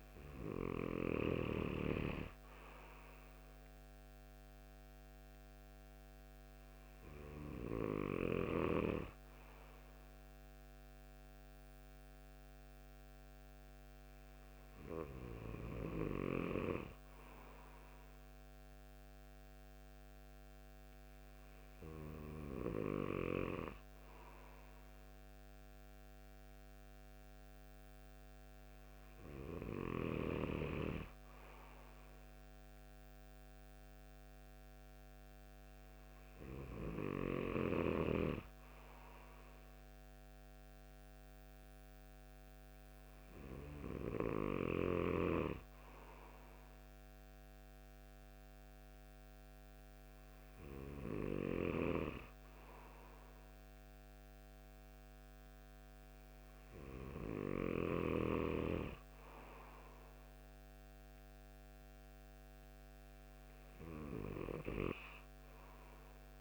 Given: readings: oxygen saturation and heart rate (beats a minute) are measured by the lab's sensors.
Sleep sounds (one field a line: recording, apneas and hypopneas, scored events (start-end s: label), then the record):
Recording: breathing in sleep by a microphone on the trachea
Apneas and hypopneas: none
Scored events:
none scored
From the record:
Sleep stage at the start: N2 (light sleep)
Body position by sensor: on the right side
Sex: male